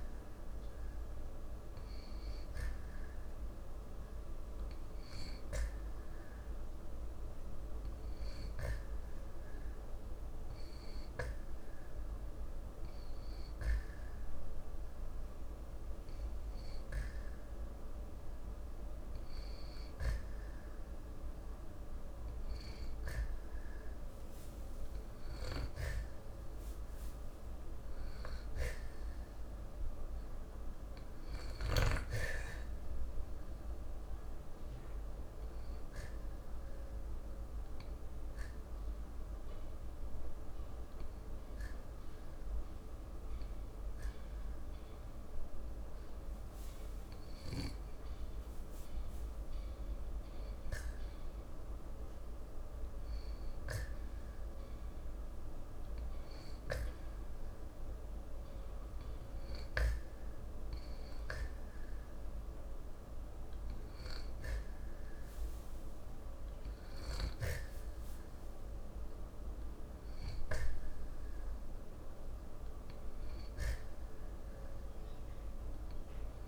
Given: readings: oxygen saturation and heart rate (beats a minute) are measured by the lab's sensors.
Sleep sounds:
breathing in sleep by a room microphone; 2
5.50-20.50 s: hypopnea (oxygen 92% before, 90% lowest, heart rate 79 before, 55 extreme, up 18 after)
23.00-26.00 s: arousal
39.00-50.50 s: obstructive apnea (oxygen 93% before, 90% lowest, heart rate 66 before, 55 extreme, up 0 after)
53.50-56.50 s: arousal
63.50-76.48 s: oxygen desaturation (device-marked, oxygen 95% before, 90% lowest, heart rate 55 before, 54 extreme)
From the record:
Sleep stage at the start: N2 (light sleep); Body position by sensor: on the back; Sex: male

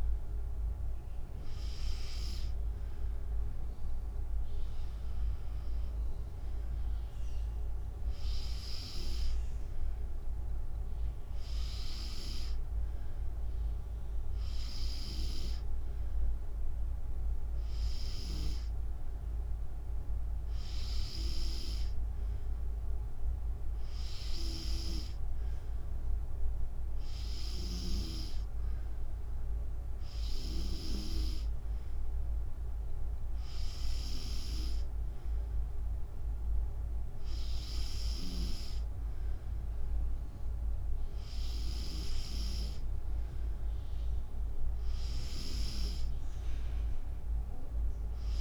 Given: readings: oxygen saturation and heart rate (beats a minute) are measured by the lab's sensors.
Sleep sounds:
breathing in sleep by a room microphone; none
none scored
From the record:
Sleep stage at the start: N2 (light sleep); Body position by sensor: on the back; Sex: female

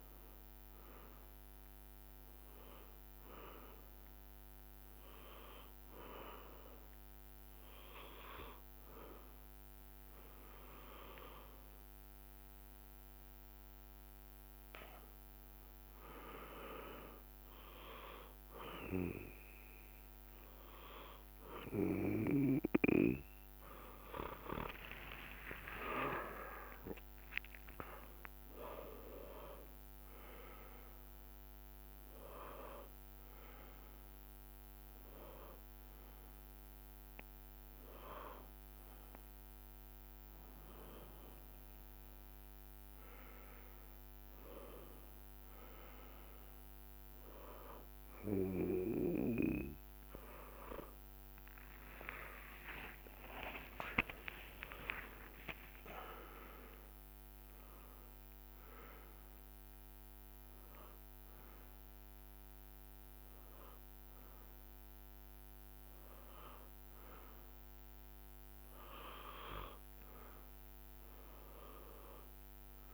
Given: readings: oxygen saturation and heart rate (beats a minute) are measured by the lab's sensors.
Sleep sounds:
a person partly awake in a sleep study, by a microphone on the trachea; none
0.50-60.50 s: new sleep stage, N1 (lightest sleep)
22.50-26.50 s: arousal
22.50-28.50 s: tachycardia (device-marked, heart rate 74 before, 120 extreme)
26.00-28.00 s: long interval between heartbeats (device-marked, heart rate 70 before, 111 extreme)
51.00-54.50 s: arousal
52.50-55.50 s: tachycardia (device-marked, heart rate 74 before, 99 extreme)
54.50-64.50 s: drop in pulse transit time (device-marked, heart rate 71 before, 67 extreme)
60.50-72.94 s: new sleep stage, N2 (light sleep)
From the record:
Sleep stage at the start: awake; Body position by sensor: on the back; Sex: male

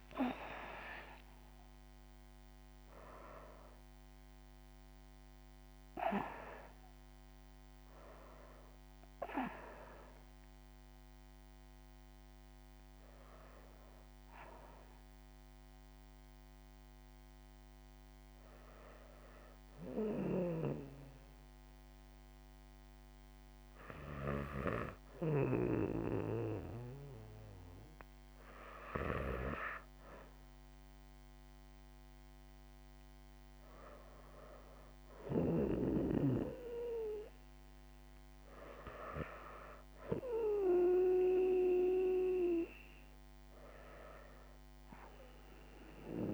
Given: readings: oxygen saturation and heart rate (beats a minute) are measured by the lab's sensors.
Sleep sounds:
breathing in sleep by a microphone on the trachea; none
19.50-25.00 s: snoring (device-marked)
22.00-46.34 s: new sleep stage, N2 (light sleep)
From the record:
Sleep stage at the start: N1 (lightest sleep); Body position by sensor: on the back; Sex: female

